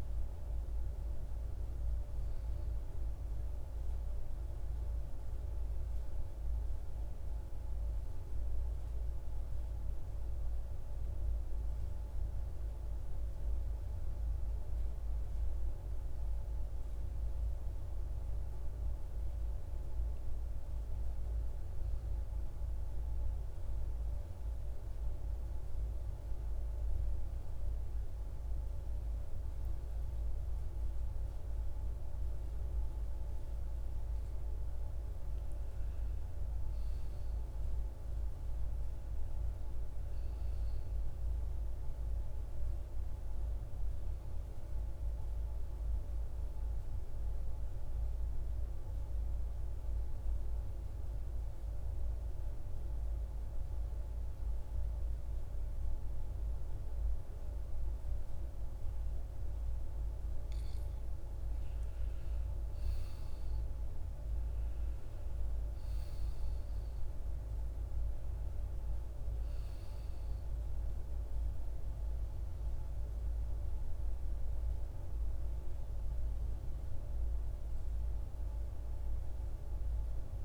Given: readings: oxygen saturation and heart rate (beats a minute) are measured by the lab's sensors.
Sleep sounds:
breathing in sleep, hard to hear, by a room microphone; 2
0.00-11.00 s: oxygen desaturation (device-marked, oxygen 87% lowest, heart rate 50 extreme)
9.50-19.50 s: central apnea (oxygen 97% before, 91% lowest, heart rate 66 before, 50 extreme, up 4 after)
21.50-26.00 s: arousal
29.00-56.00 s: oxygen desaturation (device-marked, oxygen 98% before, 94% lowest, heart rate 52 before, 56 extreme)
49.50-61.00 s: obstructive apnea (oxygen 98% before, 86% lowest, heart rate 57 before, 56 extreme, up 6 after)
69.00-80.45 s: oxygen desaturation (device-marked, oxygen 96% before, 91% lowest, heart rate 59 before, 55 extreme)
From the record:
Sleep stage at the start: N2 (light sleep); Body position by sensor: on the back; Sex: male

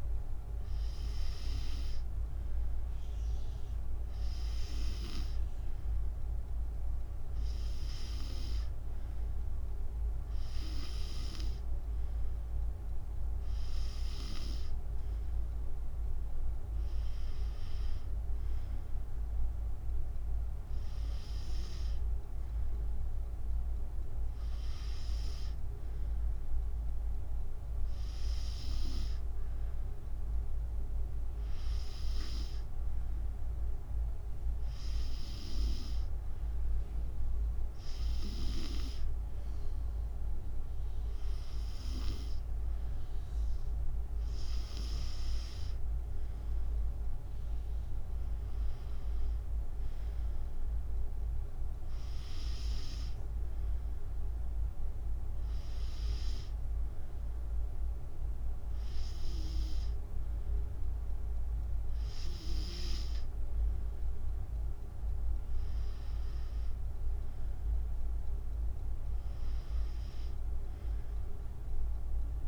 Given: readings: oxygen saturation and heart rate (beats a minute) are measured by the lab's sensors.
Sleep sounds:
breathing in sleep by a room microphone; none
0.00-5.00 s: drop in pulse transit time (device-marked, heart rate 75 extreme)
45.00-56.00 s: drop in pulse transit time (device-marked, heart rate 75 before, 74 extreme)
From the record:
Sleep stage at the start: N2 (light sleep); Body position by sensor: on the back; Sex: female

